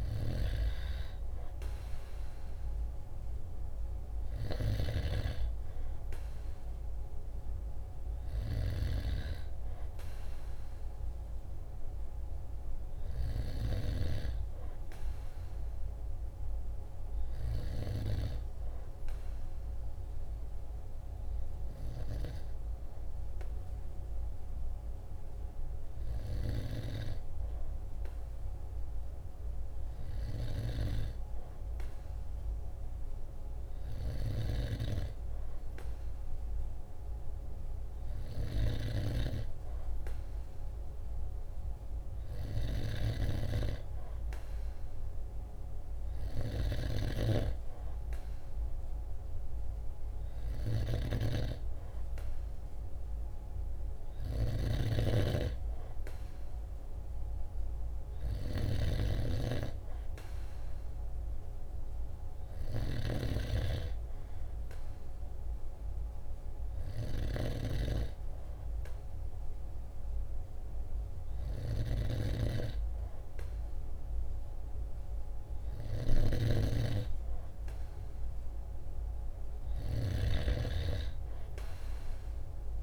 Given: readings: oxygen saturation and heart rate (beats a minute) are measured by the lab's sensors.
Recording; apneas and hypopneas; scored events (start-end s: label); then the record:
breathing in sleep by a room microphone; 2
13.00-17.00 s: arousal
19.00-31.50 s: hypopnea (oxygen 96% before, 94% lowest, heart rate 47 before, 47 extreme, up 1 after)
32.50-36.50 s: arousal
54.50-59.00 s: snoring (device-marked)
64.50-78.00 s: hypopnea (oxygen 95% before, 94% lowest, heart rate 48 before, 46 extreme, up 1 after)
79.00-82.83 s: arousal
80.00-82.83 s: snoring (device-marked)
From the record:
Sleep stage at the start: N2 (light sleep); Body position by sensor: on the right side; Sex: male